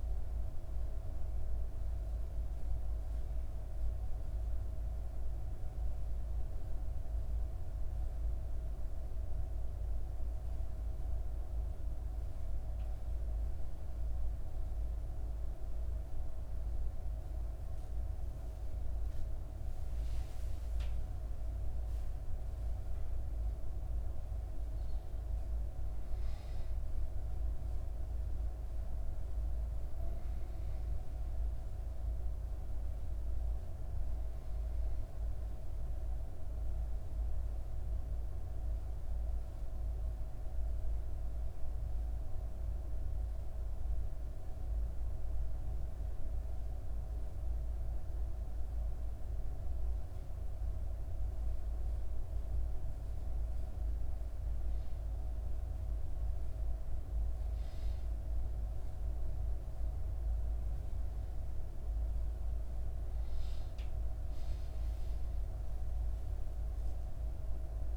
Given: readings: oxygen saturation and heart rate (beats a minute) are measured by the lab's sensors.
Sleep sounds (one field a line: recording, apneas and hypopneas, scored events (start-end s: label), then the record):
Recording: breathing in sleep, hard to hear, by a room microphone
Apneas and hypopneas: 2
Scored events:
0.00-9.00 s: oxygen desaturation (device-marked, oxygen 92% lowest, heart rate 63 extreme)
4.00-15.00 s: obstructive apnea (oxygen 99% before, 91% lowest, heart rate 64 before, 64 extreme, up 4 after)
18.50-22.50 s: arousal
41.00-51.50 s: obstructive apnea (oxygen 97% before, 91% lowest, heart rate 68 before, 62 extreme, up 2 after)
54.50-58.50 s: arousal
61.00-67.97 s: oxygen desaturation (device-marked, oxygen 96% before, 91% lowest, heart rate 63 before, 63 extreme)
From the record:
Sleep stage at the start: N1 (lightest sleep)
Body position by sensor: on the back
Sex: female